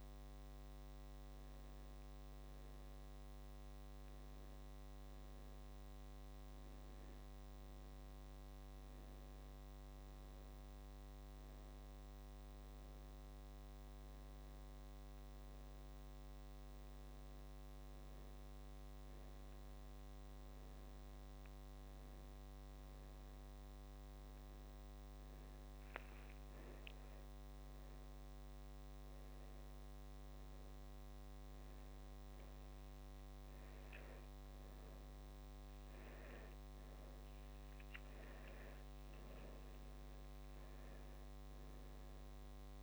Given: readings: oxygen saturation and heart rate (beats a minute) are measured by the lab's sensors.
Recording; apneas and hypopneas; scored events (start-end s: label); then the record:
a person awake in a sleep study, hard to hear, by a microphone on the trachea; none
none scored
From the record:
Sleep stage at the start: awake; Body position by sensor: on the back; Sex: male